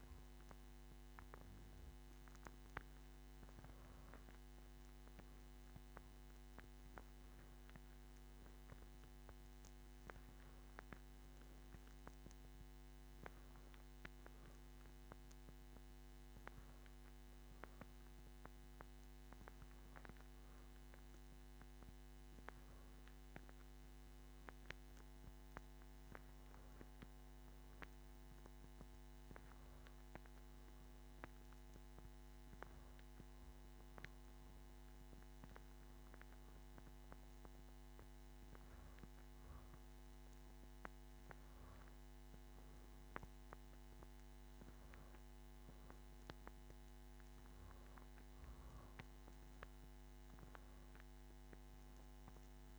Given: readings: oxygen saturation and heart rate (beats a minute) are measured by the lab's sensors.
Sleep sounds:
breathing in sleep, hard to hear, by a microphone on the trachea; none
none scored
From the record:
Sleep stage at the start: N2 (light sleep); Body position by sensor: on the back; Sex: female

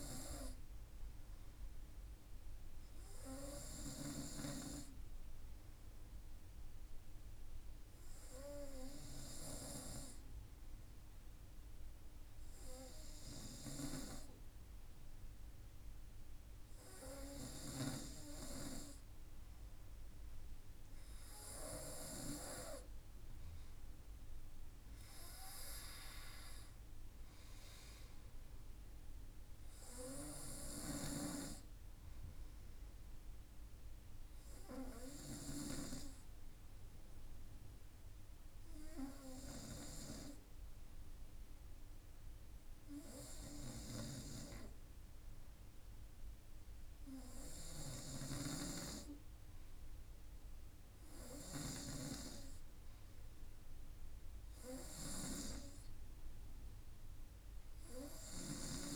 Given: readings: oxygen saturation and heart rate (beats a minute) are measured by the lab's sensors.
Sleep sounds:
breathing in sleep by a room microphone; 1
19.50-24.00 s: arousal
32.50-47.50 s: hypopnea (oxygen 96% before, 94% lowest, heart rate 55 before, 54 extreme, up 1 after)
50.00-53.50 s: arousal
From the record:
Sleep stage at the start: N2 (light sleep); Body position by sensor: on the front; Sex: male

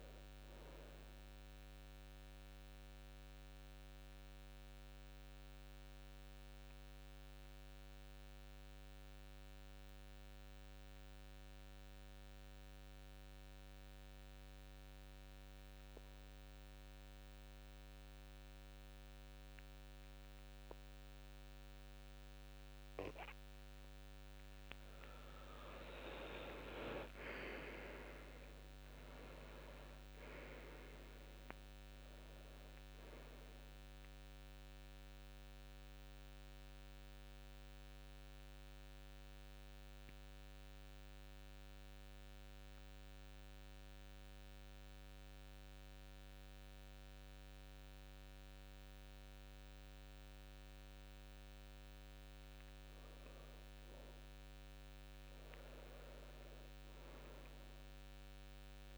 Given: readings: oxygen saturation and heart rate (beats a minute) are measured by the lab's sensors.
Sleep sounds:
breathing in sleep by a microphone on the trachea; 2
1.00-23.00 s: mixed apnea (oxygen 97% before, 89% lowest)
24.50-29.00 s: arousal
33.00-44.00 s: oxygen desaturation (device-marked, oxygen 98% before, 92% lowest, heart rate 61 before, 35 extreme)
34.50-51.00 s: central apnea (oxygen 98% before, 89% lowest, heart rate 58 before, 35 extreme, up 7 after)
49.00-58.98 s: oxygen desaturation (device-marked, oxygen 93% before, 89% lowest)
54.00-58.00 s: arousal
From the record:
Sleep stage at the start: N2 (light sleep); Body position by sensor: on the back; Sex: male

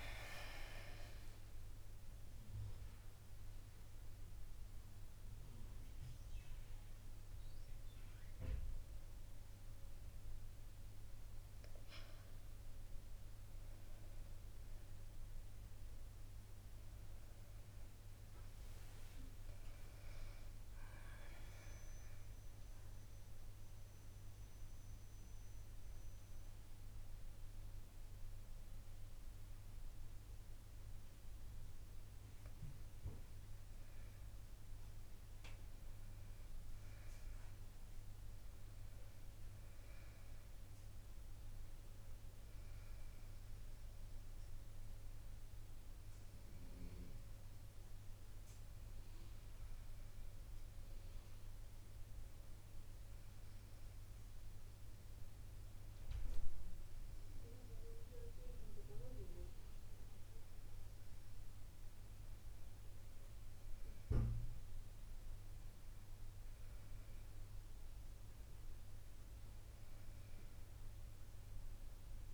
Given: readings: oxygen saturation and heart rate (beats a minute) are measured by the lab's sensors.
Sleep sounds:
a person partly awake in a sleep study, hard to hear, by a room microphone; 1
20.50-72.34 s: new sleep stage, N2 (light sleep)
21.00-32.00 s: central apnea (oxygen 100% before, 96% lowest, heart rate 76 before, 69 extreme, up 3 after)
35.00-39.50 s: arousal
From the record:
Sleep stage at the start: awake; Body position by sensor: on the back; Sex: female

